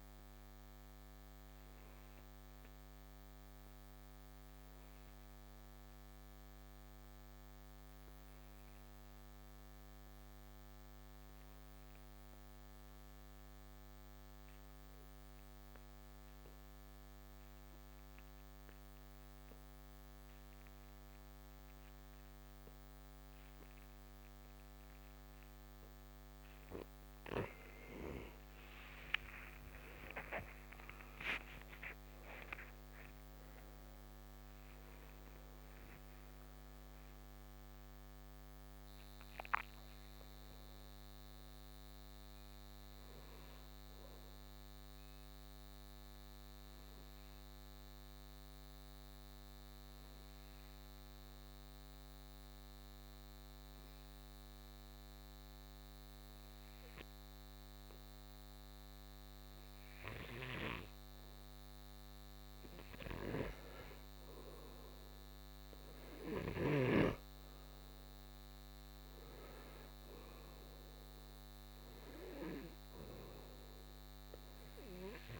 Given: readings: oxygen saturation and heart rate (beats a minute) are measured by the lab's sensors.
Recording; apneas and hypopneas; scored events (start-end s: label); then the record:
breathing in sleep by a microphone on the trachea; 2
0.00-13.00 s: oxygen desaturation (device-marked, oxygen 88% lowest, heart rate 54 extreme)
1.00-25.00 s: obstructive apnea (oxygen 97% before, 85% lowest, heart rate 81 before, 54 extreme, up 29 after)
28.00-32.50 s: arousal
28.00-52.00 s: oxygen desaturation (device-marked, oxygen 97% before, 85% lowest, heart rate 59 before, 57 extreme)
45.50-62.50 s: obstructive apnea (oxygen 97% before, 85% lowest, heart rate 75 before, 60 extreme, up 4 after)
65.00-69.00 s: arousal
66.00-75.40 s: oxygen desaturation (device-marked, oxygen 97% before, 90% lowest, heart rate 61 before, 59 extreme)
From the record:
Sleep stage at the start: N2 (light sleep); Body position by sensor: on the right side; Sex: male